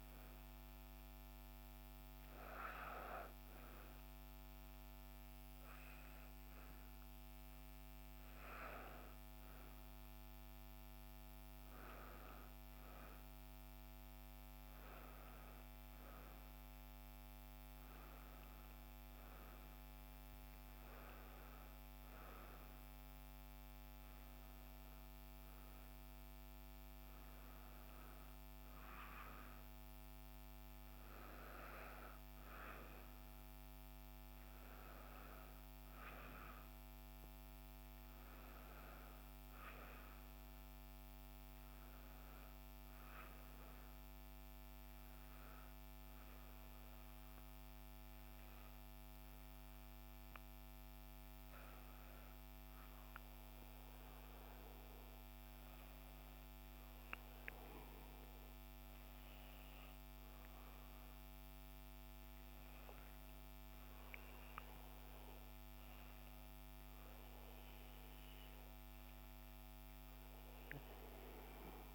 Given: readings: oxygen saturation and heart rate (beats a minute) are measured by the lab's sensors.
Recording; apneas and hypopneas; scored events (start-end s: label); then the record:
breathing in sleep by a microphone on the trachea; 1
36.00-40.00 s: arousal
43.00-56.50 s: hypopnea (oxygen 95% before, 93% lowest, heart rate 59 before, 58 extreme, up 1 after)
57.50-62.50 s: arousal
62.50-71.95 s: oxygen desaturation (device-marked, oxygen 96% before, 93% lowest, heart rate 59 before, 59 extreme)
From the record:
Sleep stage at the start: N2 (light sleep); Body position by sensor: on the back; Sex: female